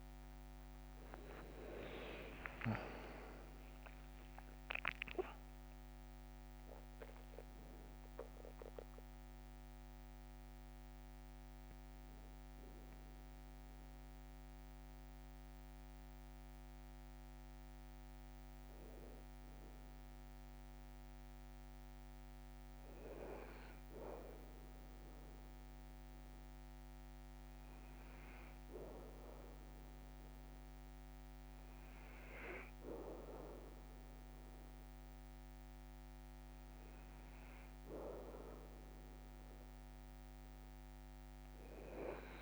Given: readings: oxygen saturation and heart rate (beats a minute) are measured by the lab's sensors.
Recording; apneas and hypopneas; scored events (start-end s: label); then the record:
breathing in sleep by a microphone on the trachea; none
0.00-1.00 s: long interval between heartbeats (device-marked, heart rate 168 extreme)
0.00-2.00 s: arousal
0.00-2.00 s: tachycardia (device-marked, heart rate 194 extreme)
7.00-17.00 s: oxygen desaturation (device-marked, oxygen 99% before, 96% lowest, heart rate 116 before, 51 extreme)
34.50-36.50 s: long interval between heartbeats (device-marked, heart rate 55 before, 60 extreme)
From the record:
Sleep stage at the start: N2 (light sleep); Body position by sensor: on the back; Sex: male